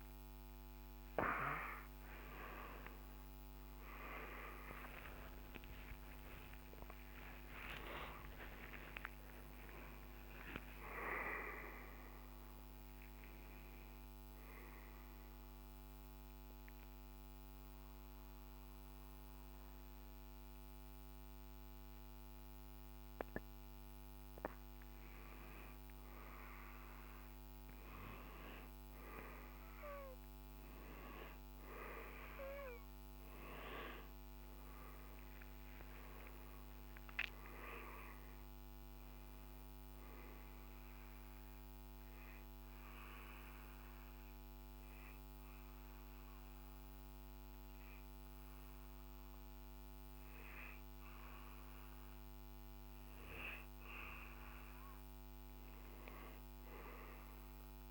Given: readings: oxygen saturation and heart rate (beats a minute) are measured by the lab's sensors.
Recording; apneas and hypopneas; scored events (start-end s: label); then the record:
breathing in sleep by a microphone on the trachea; 2
4.50-10.00 s: arousal
14.00-24.00 s: central apnea (oxygen 98% before, 91% lowest, heart rate 71 before, 55 extreme, up 2 after)
31.50-48.50 s: oxygen desaturation (device-marked, oxygen 97% before, 91% lowest, heart rate 72 before, 55 extreme)
34.50-38.50 s: arousal
41.00-53.50 s: obstructive apnea (oxygen 97% before, 92% lowest, heart rate 63 before, 55 extreme, up 13 after)
From the record:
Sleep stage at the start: N2 (light sleep); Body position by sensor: on the back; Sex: male